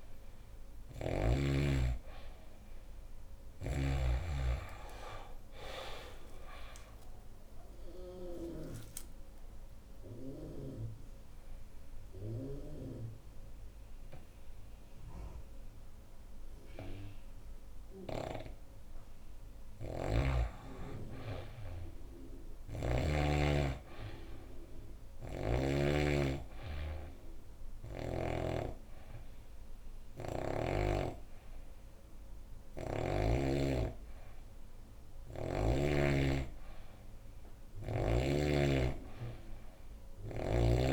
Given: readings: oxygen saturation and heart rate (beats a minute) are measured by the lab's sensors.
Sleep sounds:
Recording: breathing in sleep by a room microphone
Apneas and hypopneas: 1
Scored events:
6.00-10.00 s: arousal
17.50-25.50 s: snoring (device-marked)
26.00-36.50 s: hypopnea (oxygen 97% before, 92% lowest, heart rate 126 before, 90 extreme, up 12 after)
26.00-37.00 s: oxygen desaturation (device-marked, oxygen 97% before, 92% lowest, heart rate 126 before, 90 extreme)
28.00-40.93 s: new sleep stage, N2 (light sleep)
39.00-40.93 s: arousal
39.00-40.93 s: oxygen desaturation (device-marked, oxygen 95% before, 92% lowest, heart rate 136 before, 89 extreme)
From the record:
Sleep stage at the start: N3 (deep sleep)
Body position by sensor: on the back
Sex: female

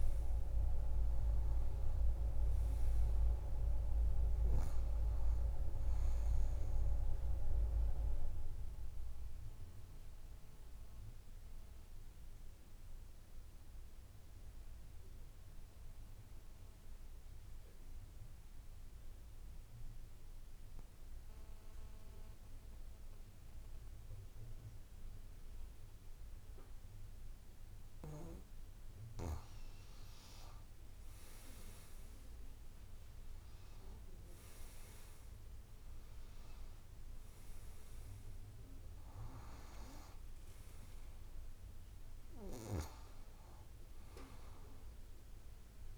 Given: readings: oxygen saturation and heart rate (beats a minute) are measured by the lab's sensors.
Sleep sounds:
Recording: breathing in sleep by a room microphone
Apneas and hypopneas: 1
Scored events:
0.00-19.50 s: oxygen desaturation (device-marked, oxygen 91% lowest)
6.00-28.50 s: obstructive apnea (oxygen 98% before, 90% lowest)
29.50-32.50 s: arousal
32.50-45.98 s: oxygen desaturation (device-marked, oxygen 98% before, 90% lowest)
From the record:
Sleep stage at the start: N2 (light sleep)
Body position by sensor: on the back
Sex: female

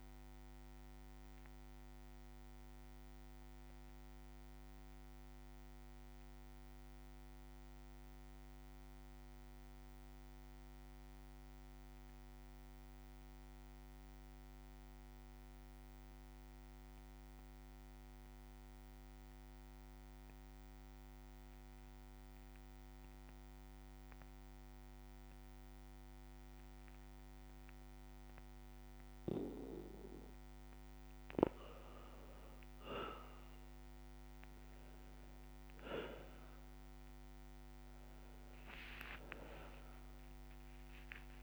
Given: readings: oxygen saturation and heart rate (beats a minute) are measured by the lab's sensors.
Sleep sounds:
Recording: breathing in sleep by a microphone on the trachea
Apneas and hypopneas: 1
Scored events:
0.00-10.50 s: oxygen desaturation (device-marked, oxygen 92% lowest, heart rate 58 extreme)
0.00-16.50 s: bradycardia (device-marked, heart rate 58 extreme)
2.50-29.50 s: obstructive apnea (oxygen 98% before, 92% lowest, heart rate 82 before, 58 extreme, up 2 after)
27.50-41.43 s: oxygen desaturation (device-marked, oxygen 99% before, 93% lowest, heart rate 59 before, 57 extreme)
33.50-41.43 s: new sleep stage, awake
37.50-41.43 s: tachycardia (device-marked, heart rate 63 before, 155 extreme)
40.00-41.43 s: long interval between heartbeats (device-marked, heart rate 61 before, 86 extreme)
From the record:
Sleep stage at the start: N2 (light sleep)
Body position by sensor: on the back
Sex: male

